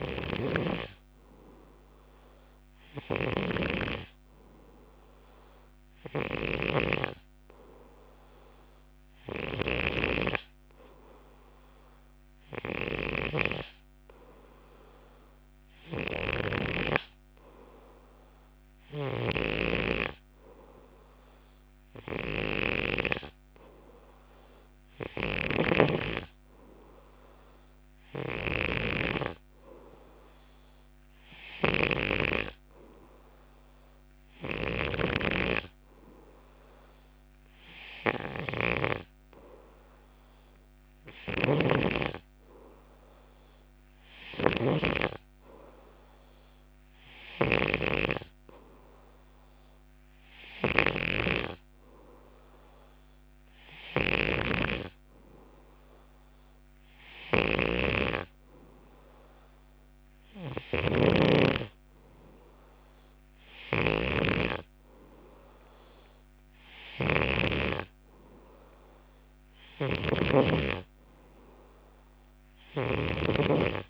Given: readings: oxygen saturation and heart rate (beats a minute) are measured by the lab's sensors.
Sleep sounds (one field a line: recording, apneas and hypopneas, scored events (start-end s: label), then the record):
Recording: breathing in sleep by a microphone on the trachea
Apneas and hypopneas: none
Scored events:
0.00-67.50 s: snoring (device-marked)
69.50-73.90 s: snoring (device-marked)
From the record:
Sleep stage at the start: N2 (light sleep)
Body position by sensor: on the left side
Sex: male